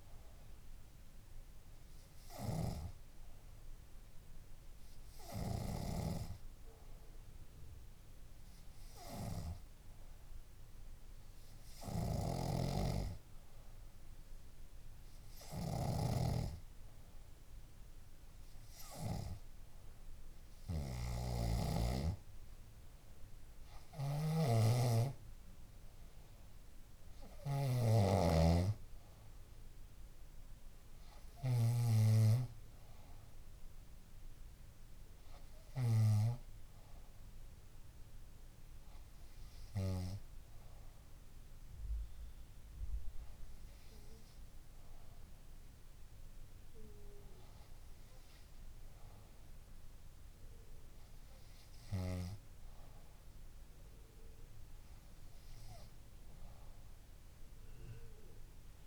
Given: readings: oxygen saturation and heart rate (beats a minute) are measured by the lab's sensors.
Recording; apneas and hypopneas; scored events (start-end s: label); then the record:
breathing in sleep by a room microphone; none
9.50-15.50 s: oxygen desaturation (device-marked, oxygen 98% before, 95% lowest, heart rate 65 before, 61 extreme)
12.00-22.00 s: snoring (device-marked)
24.00-32.00 s: snoring (device-marked)
From the record:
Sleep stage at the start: N2 (light sleep); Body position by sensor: on the back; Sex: female